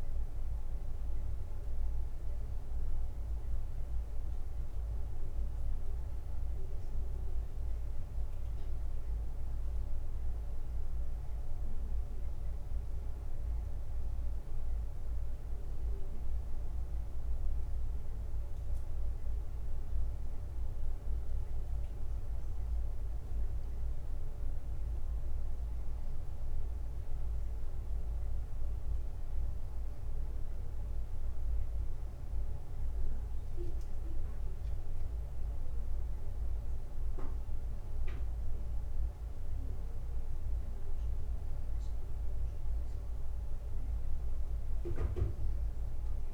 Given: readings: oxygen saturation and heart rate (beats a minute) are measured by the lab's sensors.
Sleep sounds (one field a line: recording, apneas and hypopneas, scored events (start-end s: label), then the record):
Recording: a person awake in a sleep study, hard to hear, by a room microphone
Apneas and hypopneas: none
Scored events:
none scored
From the record:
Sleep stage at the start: awake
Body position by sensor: on the back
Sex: male